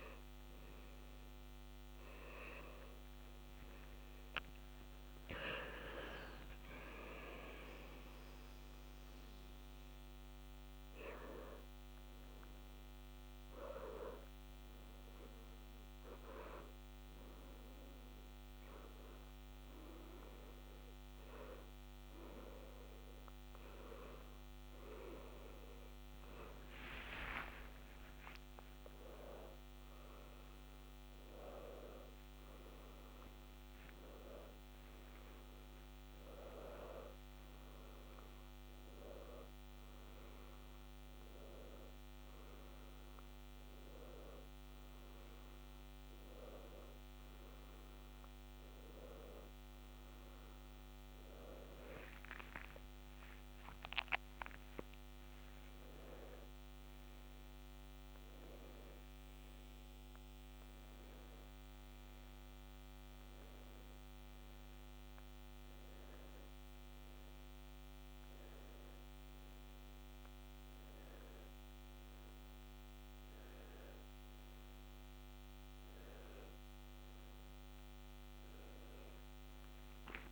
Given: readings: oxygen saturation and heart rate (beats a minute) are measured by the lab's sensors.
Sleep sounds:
a person awake in a sleep study, by a microphone on the trachea; none
22.50-80.32 s: new sleep stage, awake
From the record:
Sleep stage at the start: N1 (lightest sleep); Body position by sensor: on the left side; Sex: male

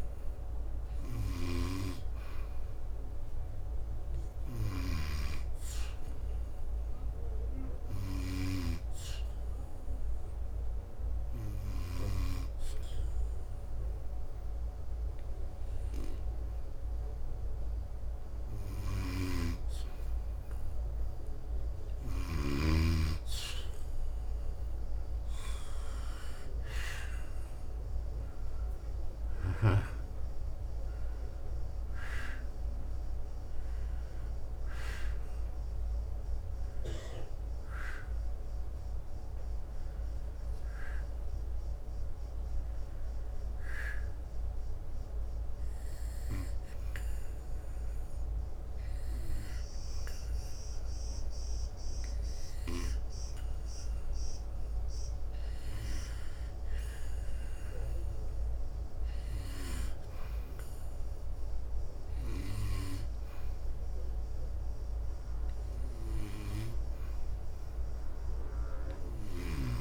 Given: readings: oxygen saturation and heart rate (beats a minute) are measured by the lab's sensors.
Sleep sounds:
breathing in sleep by a room microphone; 2
0.00-1.50 s: arousal
5.50-21.50 s: oxygen desaturation (device-marked, oxygen 93% before, 87% lowest, heart rate 76 before, 71 extreme)
7.50-19.50 s: hypopnea (oxygen 93% before, 85% lowest, heart rate 76 before, 71 extreme, up 2 after)
24.50-30.00 s: arousal
32.50-56.50 s: oxygen desaturation (device-marked, oxygen 92% before, 85% lowest, heart rate 73 before, 67 extreme)
42.50-61.00 s: hypopnea (oxygen 92% before, 85% lowest, heart rate 78 before, 67 extreme, up 0 after)
66.50-69.81 s: arousal
From the record:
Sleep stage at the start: N2 (light sleep); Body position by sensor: on the back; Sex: male

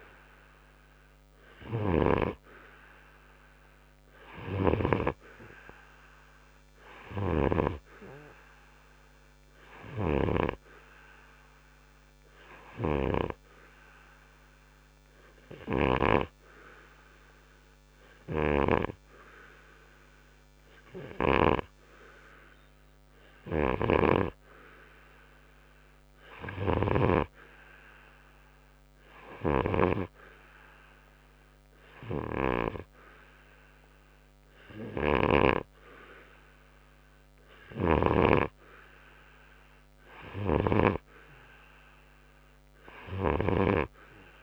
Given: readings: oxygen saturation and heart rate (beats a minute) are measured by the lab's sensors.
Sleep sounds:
breathing in sleep by a microphone on the trachea; 1
0.00-2.50 s: snoring (device-marked)
2.00-14.00 s: oxygen desaturation (device-marked, oxygen 97% before, 93% lowest, heart rate 64 before, 63 extreme)
10.00-27.50 s: snoring (device-marked)
12.50-24.50 s: obstructive apnea (oxygen 97% before, 93% lowest, heart rate 66 before, 63 extreme, up 0 after)
26.00-28.50 s: arousal
29.50-38.50 s: snoring (device-marked)
40.50-44.00 s: snoring (device-marked)
From the record:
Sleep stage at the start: N2 (light sleep); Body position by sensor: on the right side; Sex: male

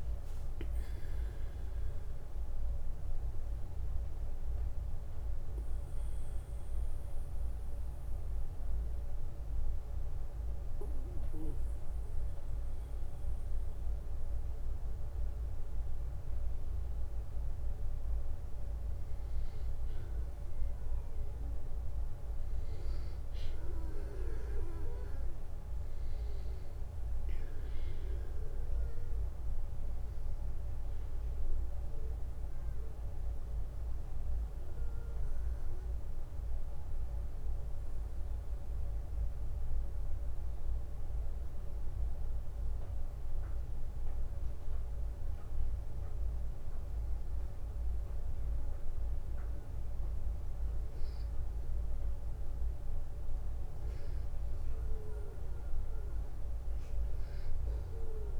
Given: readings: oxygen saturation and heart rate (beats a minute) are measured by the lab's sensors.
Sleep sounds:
breathing in sleep, hard to hear, by a room microphone; 2
3.50-16.50 s: mixed apnea (oxygen 98% before, 94% lowest, heart rate 72 before, 59 extreme, up 1 after)
20.50-24.00 s: arousal
28.00-46.00 s: oxygen desaturation (device-marked, oxygen 98% before, 94% lowest, heart rate 64 before, 58 extreme)
34.00-45.50 s: obstructive apnea (oxygen 98% before, 93% lowest, heart rate 63 before, 58 extreme, up 4 after)
57.00-58.40 s: new sleep stage, N2 (light sleep)
From the record:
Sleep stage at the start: N1 (lightest sleep); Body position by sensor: on the back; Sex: male

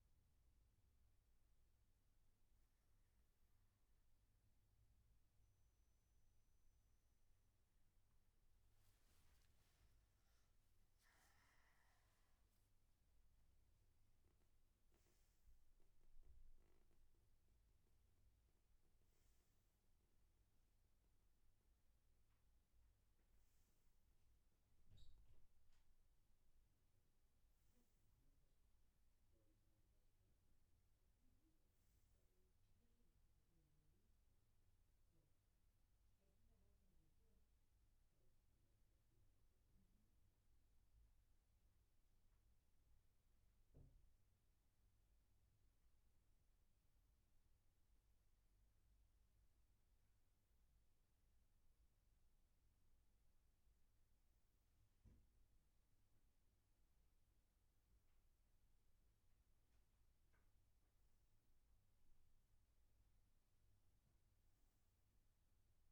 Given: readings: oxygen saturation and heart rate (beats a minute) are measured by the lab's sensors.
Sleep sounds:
breathing in sleep, hard to hear, by a room microphone; 1
37.00-61.50 s: hypopnea (oxygen 97% before, 93% lowest, heart rate 63 before, 57 extreme, up 1 after)
From the record:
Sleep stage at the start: N3 (deep sleep); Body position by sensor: on the right side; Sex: male

